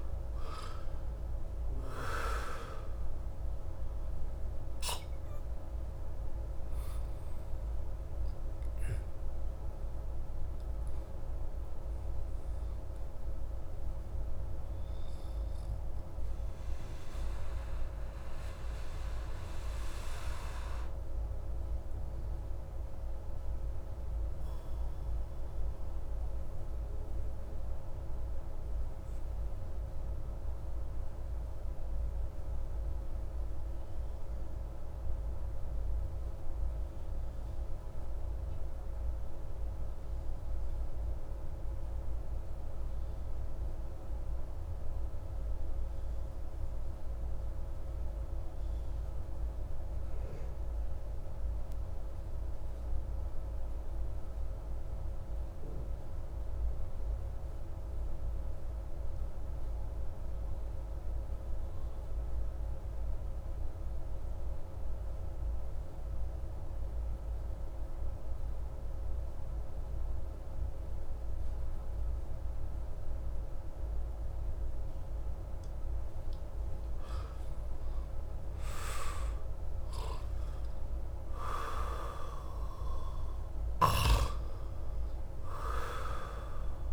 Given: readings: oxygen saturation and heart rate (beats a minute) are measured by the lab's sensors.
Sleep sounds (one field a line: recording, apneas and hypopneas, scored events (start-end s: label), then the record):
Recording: breathing in sleep by a room microphone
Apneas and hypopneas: 1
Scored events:
0.00-2.50 s: arousal
0.00-38.00 s: oxygen desaturation (device-marked, oxygen 80% lowest)
2.00-86.93 s: new sleep stage, N2 (light sleep)
18.00-74.00 s: obstructive apnea (oxygen 91% before, 80% lowest)
60.00-86.93 s: oxygen desaturation (device-marked, oxygen 98% before, 86% lowest)
76.00-81.00 s: arousal
From the record:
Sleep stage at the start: REM sleep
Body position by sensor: on the back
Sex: male